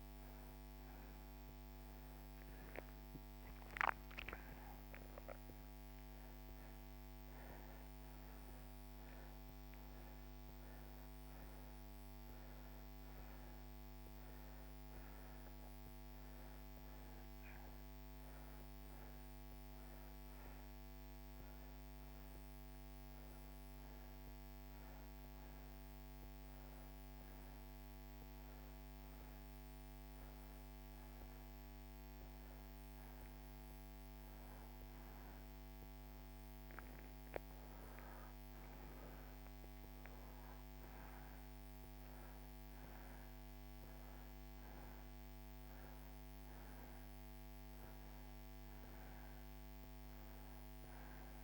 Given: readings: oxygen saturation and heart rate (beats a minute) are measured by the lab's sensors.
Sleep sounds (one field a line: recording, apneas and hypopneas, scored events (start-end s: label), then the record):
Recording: breathing in sleep, hard to hear, by a microphone on the trachea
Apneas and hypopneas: none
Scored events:
0.00-2.00 s: oxygen desaturation (device-marked, oxygen 84% lowest)
23.00-44.00 s: oxygen desaturation (device-marked, oxygen 92% before, 87% lowest)
41.00-51.44 s: new sleep stage, N2 (light sleep)
From the record:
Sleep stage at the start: N1 (lightest sleep)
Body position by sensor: on the back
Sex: male